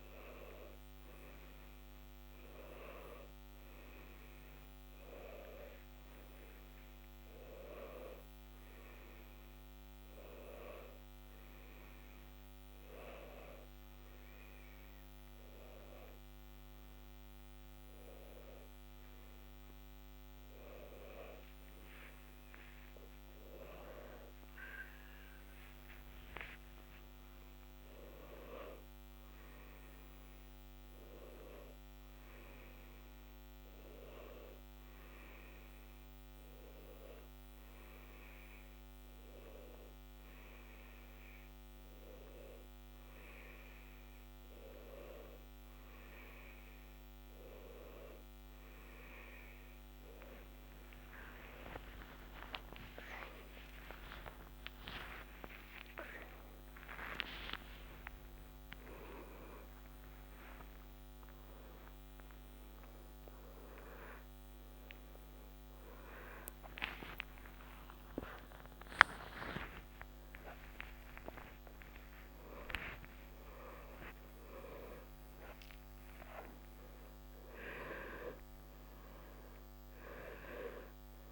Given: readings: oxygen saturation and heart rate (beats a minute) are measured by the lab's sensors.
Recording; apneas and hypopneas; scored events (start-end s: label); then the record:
a person partly awake in a sleep study, by a microphone on the trachea; none
22.00-26.50 s: arousal
58.00-81.32 s: new sleep stage, awake
76.00-81.32 s: oxygen desaturation (device-marked, oxygen 95% before, 90% lowest, heart rate 133 before, 79 extreme)
From the record:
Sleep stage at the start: N1 (lightest sleep); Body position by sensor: on the left side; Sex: male